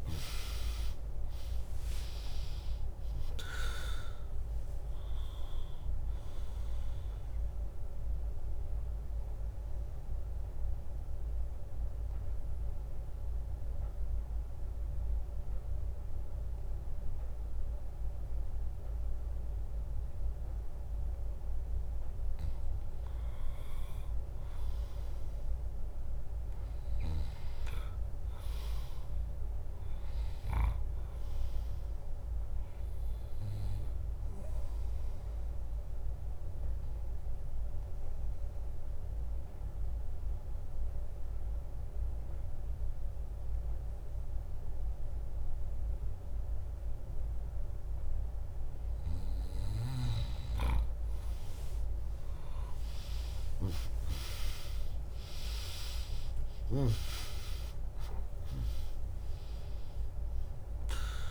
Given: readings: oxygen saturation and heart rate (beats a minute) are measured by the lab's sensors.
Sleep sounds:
breathing in sleep by a room microphone; 2
0.00-2.50 s: arousal
3.00-22.00 s: drop in pulse transit time (device-marked, heart rate 75 before, 66 extreme)
8.00-22.00 s: mixed apnea (oxygen 100% before, 96% lowest, heart rate 72 before, 59 extreme)
21.00-23.00 s: bradycardia (device-marked, heart rate 75 before, 65 extreme)
24.50-28.00 s: arousal
35.50-46.50 s: mixed apnea (oxygen 100% before, 95% lowest, heart rate 67 before, 58 extreme, up 2 after)
38.00-45.00 s: drop in pulse transit time (device-marked, heart rate 65 before, 74 extreme)
49.00-51.00 s: bradycardia (device-marked, heart rate 74 before, 65 extreme)
53.50-57.00 s: arousal
57.00-61.31 s: drop in pulse transit time (device-marked, heart rate 72 before, 68 extreme)
From the record:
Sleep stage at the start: N2 (light sleep); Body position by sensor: on the back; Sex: female

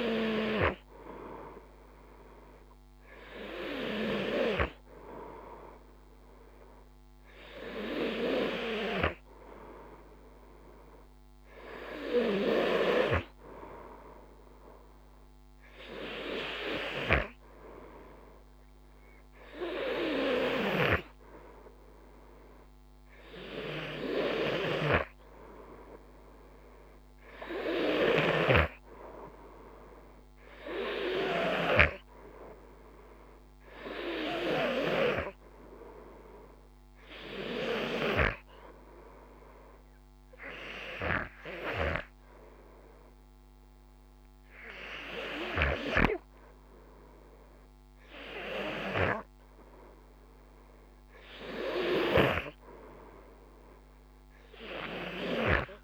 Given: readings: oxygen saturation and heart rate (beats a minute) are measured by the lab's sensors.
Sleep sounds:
breathing in sleep by a microphone on the trachea; none
19.50-31.00 s: snoring (device-marked)
51.00-55.84 s: snoring (device-marked)
From the record:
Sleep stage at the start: REM sleep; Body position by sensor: on the front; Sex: male

